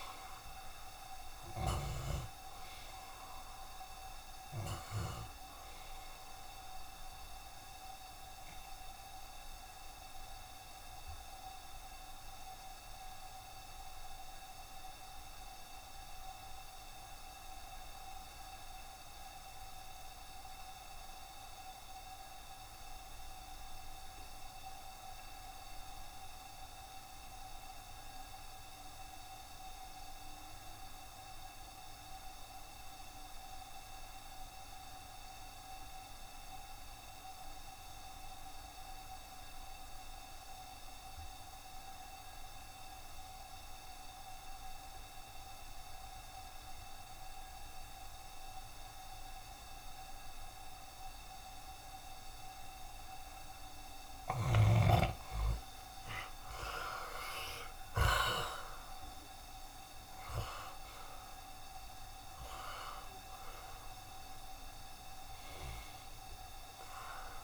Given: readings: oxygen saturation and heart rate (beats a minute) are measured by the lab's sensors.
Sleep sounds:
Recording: breathing in sleep by a room microphone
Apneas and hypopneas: 1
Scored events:
0.00-21.50 s: oxygen desaturation (device-marked, oxygen 76% lowest, heart rate 66 extreme)
11.00-52.50 s: obstructive apnea (oxygen 95% before, 74% lowest, heart rate 72 before, 66 extreme, up 4 after)
36.50-67.44 s: oxygen desaturation (device-marked, oxygen 93% before, 74% lowest, heart rate 67 before, 68 extreme)
54.00-57.50 s: arousal
From the record:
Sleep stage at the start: N2 (light sleep)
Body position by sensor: on the back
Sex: male

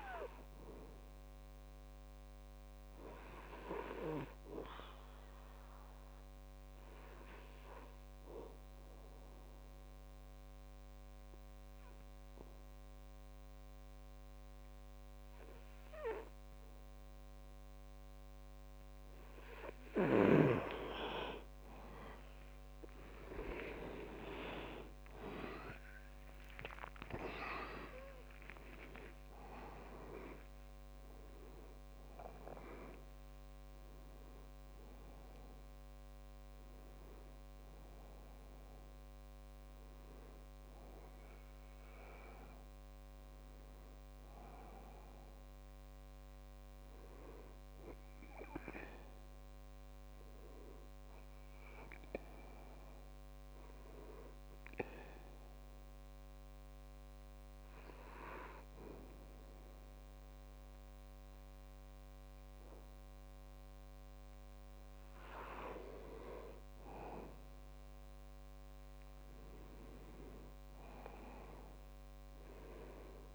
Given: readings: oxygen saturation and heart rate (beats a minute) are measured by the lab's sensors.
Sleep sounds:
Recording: breathing in sleep by a microphone on the trachea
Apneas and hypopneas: 2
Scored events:
3.50-19.00 s: obstructive apnea (oxygen 98% before, 89% lowest, heart rate 67 before, 63 extreme, up 9 after)
23.50-29.00 s: arousal
24.50-50.50 s: oxygen desaturation (device-marked, oxygen 97% before, 89% lowest, heart rate 66 before, 61 extreme)
49.50-52.00 s: arousal
54.50-64.50 s: obstructive apnea (oxygen 99% before, 95% lowest, heart rate 72 before, 61 extreme, up 6 after)
66.00-70.00 s: arousal
From the record:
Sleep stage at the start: N2 (light sleep)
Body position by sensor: on the back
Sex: male

